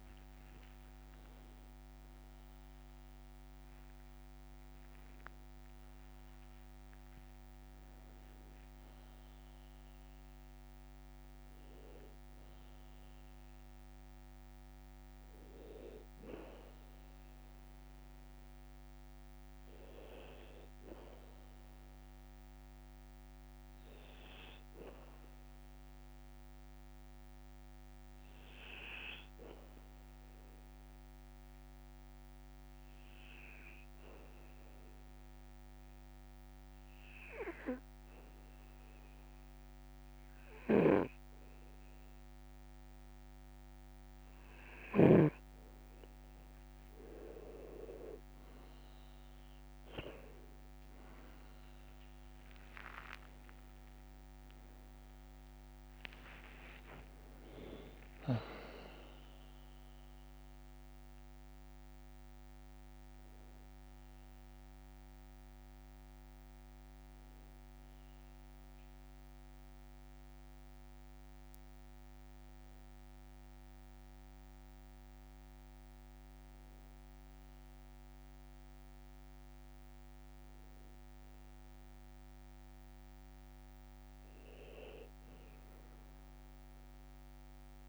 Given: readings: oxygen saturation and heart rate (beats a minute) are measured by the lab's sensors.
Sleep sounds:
breathing in sleep by a microphone on the trachea; 2
2.50-4.50 s: long interval between heartbeats (device-marked, heart rate 62 before, 77 extreme)
3.00-8.00 s: arousal
8.50-10.50 s: long interval between heartbeats (device-marked, heart rate 64 before, 70 extreme)
31.50-44.50 s: obstructive apnea (oxygen 98% before, 93% lowest, heart rate 57 before, 55 extreme, up 30 after)
47.00-49.00 s: long interval between heartbeats (device-marked, heart rate 57 before, 72 extreme)
52.00-57.50 s: arousal
63.50-87.50 s: oxygen desaturation (device-marked, oxygen 99% before, 93% lowest, heart rate 69 before, 53 extreme)
66.50-79.50 s: hypopnea (oxygen 99% before, 93% lowest, heart rate 68 before, 54 extreme, up 7 after)
From the record:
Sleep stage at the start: N2 (light sleep); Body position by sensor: on the back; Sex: male

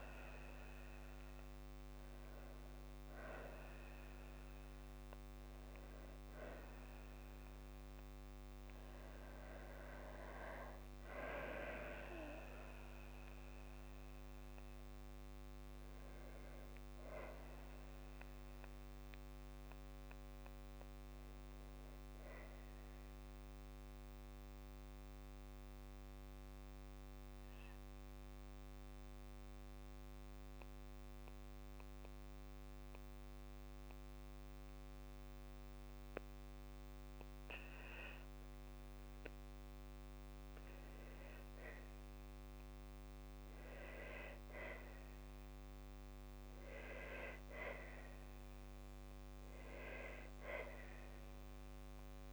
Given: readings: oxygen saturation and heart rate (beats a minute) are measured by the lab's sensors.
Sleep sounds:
breathing in sleep by a microphone on the trachea; 1
22.00-37.00 s: hypopnea (oxygen 98% before, 95% lowest, heart rate 60 before, 54 extreme, up 0 after)
39.50-43.50 s: arousal
From the record:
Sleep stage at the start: N2 (light sleep); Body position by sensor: on the back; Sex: female

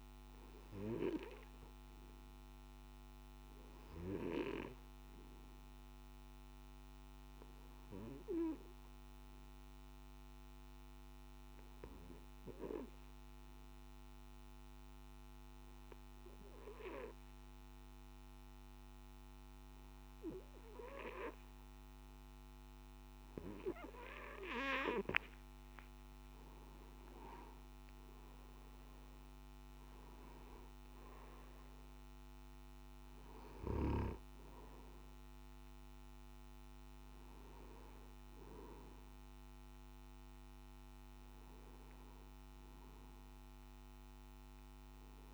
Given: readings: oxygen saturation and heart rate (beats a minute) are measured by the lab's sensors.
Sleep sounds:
breathing in sleep by a microphone on the trachea; 1
0.00-20.00 s: oxygen desaturation (device-marked, oxygen 93% lowest, heart rate 52 extreme)
5.00-23.00 s: obstructive apnea (oxygen 98% before, 93% lowest, heart rate 57 before, 52 extreme, up 10 after)
33.00-45.34 s: oxygen desaturation (device-marked, oxygen 98% before, 93% lowest, heart rate 57 before, 53 extreme)
From the record:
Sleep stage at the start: N3 (deep sleep); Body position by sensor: on the back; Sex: male

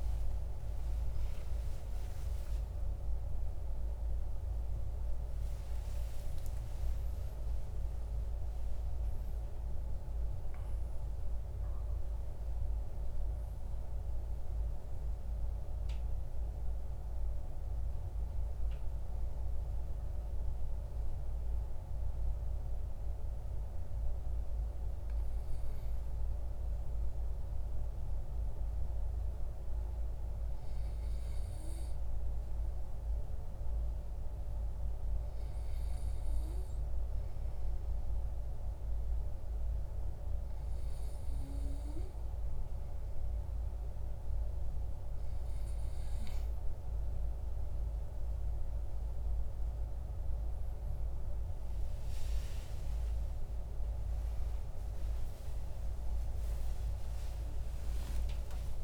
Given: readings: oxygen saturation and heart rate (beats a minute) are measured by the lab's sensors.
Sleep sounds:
breathing in sleep, hard to hear, by a room microphone; 1
0.00-5.00 s: arousal
31.00-43.00 s: hypopnea (oxygen 98% before, 96% lowest, heart rate 59 before, 48 extreme, up 12 after)
50.00-58.84 s: new sleep stage, N1 (lightest sleep)
51.50-58.50 s: arousal
From the record:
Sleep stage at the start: N2 (light sleep); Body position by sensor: on the back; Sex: male

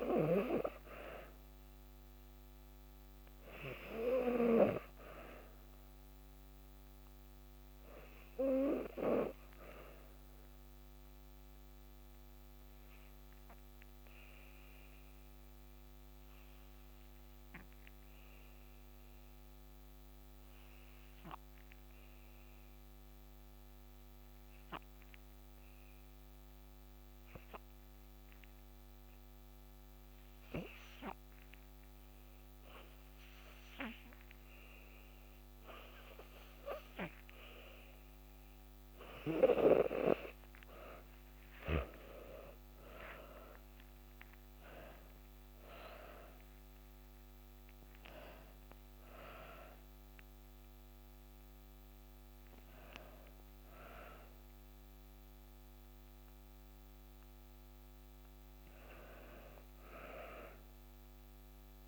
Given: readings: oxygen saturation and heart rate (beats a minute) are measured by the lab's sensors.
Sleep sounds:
breathing in sleep by a microphone on the trachea; 1
3.00-6.50 s: arousal
9.50-36.50 s: obstructive apnea (oxygen 96% before, 89% lowest, heart rate 57 before, 55 extreme, up 7 after)
39.50-43.00 s: arousal
47.50-61.87 s: oxygen desaturation (device-marked, oxygen 95% before, 89% lowest, heart rate 58 before, 54 extreme)
From the record:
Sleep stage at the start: N2 (light sleep); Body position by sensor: on the back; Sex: female

